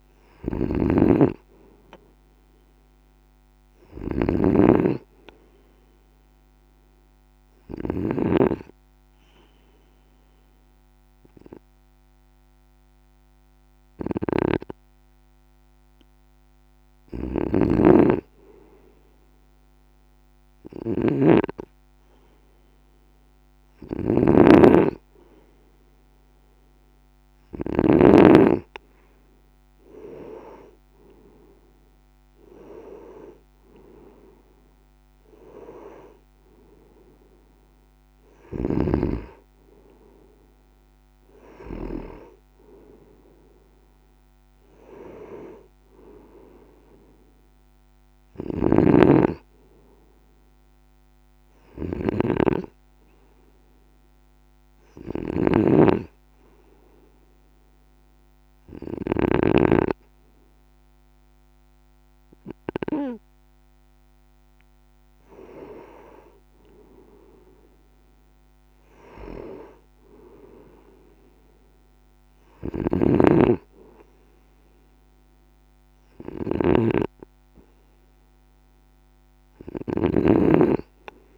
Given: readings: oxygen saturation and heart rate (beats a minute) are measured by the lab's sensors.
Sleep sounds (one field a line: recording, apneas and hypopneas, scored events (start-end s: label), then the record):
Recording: breathing in sleep by a microphone on the trachea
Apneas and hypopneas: 2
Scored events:
0.50-4.00 s: arousal
0.50-28.00 s: snoring (device-marked)
7.00-17.00 s: obstructive apnea (oxygen 97% before, 95% lowest, heart rate 59 before, 55 extreme, up 1 after)
20.50-23.50 s: arousal
47.00-50.00 s: arousal
48.50-59.50 s: snoring (device-marked)
52.50-65.00 s: hypopnea (oxygen 97% before, 94% lowest, heart rate 61 before, 54 extreme, up 5 after)
68.00-71.50 s: arousal
72.50-81.38 s: snoring (device-marked)
From the record:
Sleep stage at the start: N2 (light sleep)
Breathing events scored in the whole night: 237 in 4.0 hours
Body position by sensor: on the right side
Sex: male